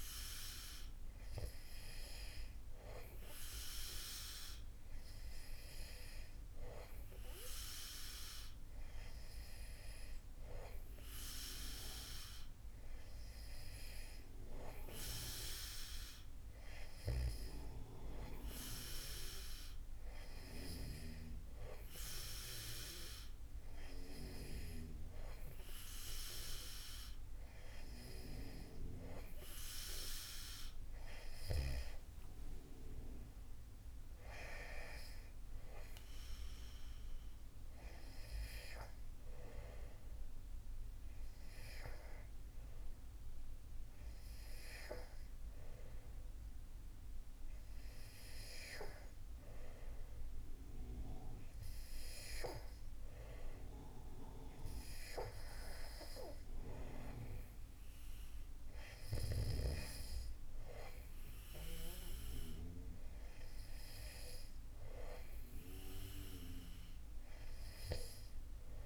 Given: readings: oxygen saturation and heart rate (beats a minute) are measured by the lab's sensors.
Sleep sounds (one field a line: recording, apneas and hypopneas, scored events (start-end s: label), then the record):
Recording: breathing in sleep by a room microphone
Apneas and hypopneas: none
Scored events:
none scored
From the record:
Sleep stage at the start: N2 (light sleep)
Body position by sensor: on the back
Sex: male